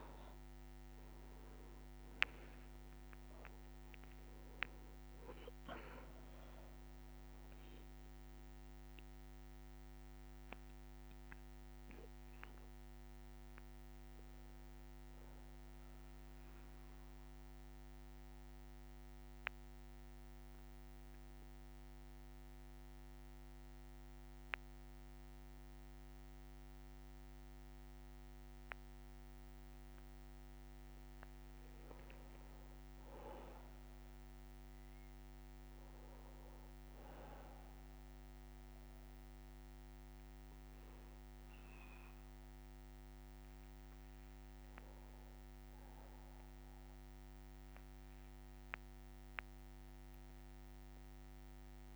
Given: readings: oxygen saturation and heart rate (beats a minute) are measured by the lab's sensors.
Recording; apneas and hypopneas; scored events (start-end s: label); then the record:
breathing in sleep, hard to hear, by a microphone on the trachea; 1
0.00-2.50 s: arousal
0.00-23.00 s: oxygen desaturation (device-marked, oxygen 90% lowest, heart rate 60 extreme)
10.00-29.50 s: obstructive apnea (oxygen 98% before, 90% lowest, heart rate 63 before, 60 extreme, up 4 after)
31.50-35.50 s: arousal
39.00-51.96 s: oxygen desaturation (device-marked, oxygen 99% before, 95% lowest, heart rate 61 before, 64 extreme)
44.50-46.50 s: long interval between heartbeats (device-marked, heart rate 62 before, 69 extreme)
46.50-48.50 s: long interval between heartbeats (device-marked, heart rate 63 before, 89 extreme)
50.00-51.96 s: new sleep stage, awake
From the record:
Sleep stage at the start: N2 (light sleep); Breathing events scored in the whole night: 319 in 3.9 hours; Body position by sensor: on the back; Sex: male